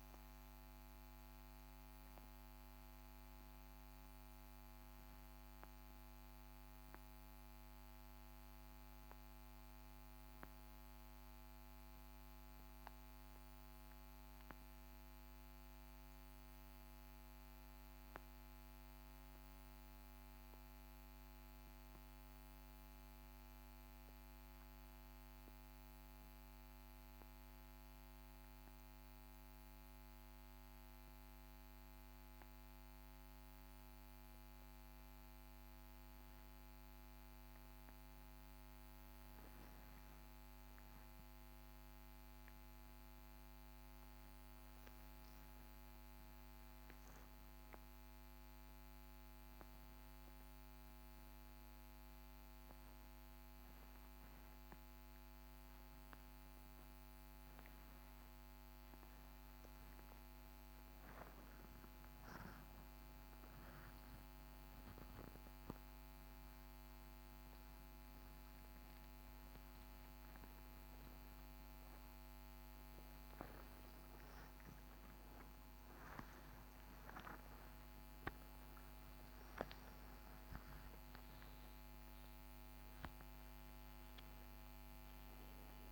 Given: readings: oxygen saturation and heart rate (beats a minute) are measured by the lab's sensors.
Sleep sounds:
a person awake in a sleep study, hard to hear, by a microphone on the trachea; none
none scored
From the record:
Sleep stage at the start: awake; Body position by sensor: on the front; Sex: male

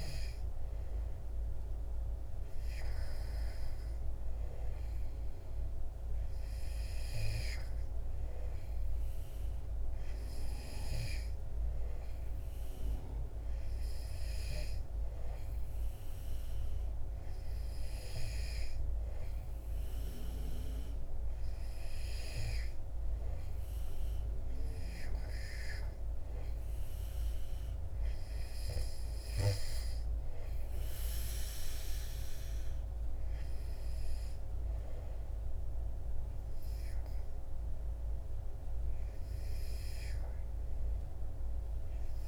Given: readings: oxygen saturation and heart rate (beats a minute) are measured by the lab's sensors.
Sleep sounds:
breathing in sleep, hard to hear, by a room microphone; none
none scored
From the record:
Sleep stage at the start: N2 (light sleep); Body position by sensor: on the back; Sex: male

